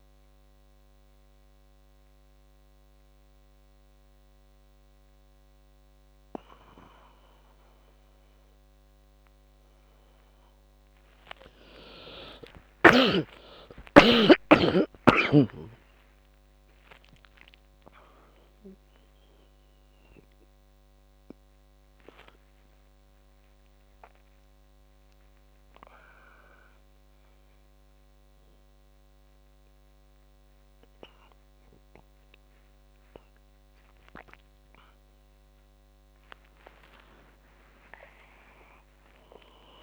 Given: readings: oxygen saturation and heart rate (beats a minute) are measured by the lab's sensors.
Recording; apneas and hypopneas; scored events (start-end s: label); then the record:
a person awake in a sleep study, by a microphone on the trachea; none
none scored
From the record:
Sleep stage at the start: awake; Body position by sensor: on the back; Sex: female